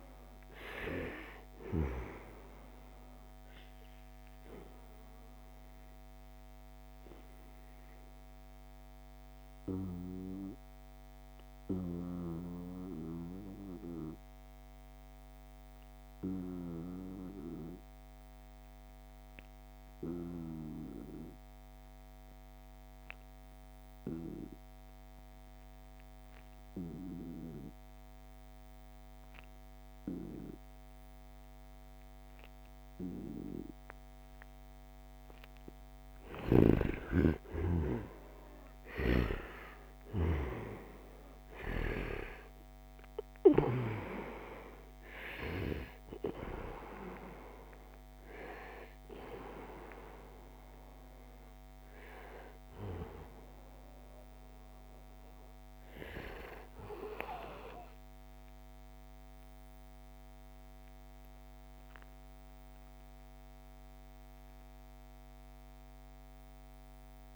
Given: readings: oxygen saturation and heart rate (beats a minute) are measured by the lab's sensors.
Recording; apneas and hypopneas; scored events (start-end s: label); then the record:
breathing in sleep by a microphone on the trachea; 1
0.00-1.50 s: snoring (device-marked)
6.50-35.00 s: obstructive apnea (oxygen 96% before, 90% lowest, heart rate 72 before, 65 extreme, up 7 after)
28.50-46.50 s: oxygen desaturation (device-marked, oxygen 95% before, 90% lowest, heart rate 70 before, 65 extreme)
36.00-39.50 s: arousal
38.00-41.50 s: snoring (device-marked)
From the record:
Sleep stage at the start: N2 (light sleep); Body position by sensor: on the right side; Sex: male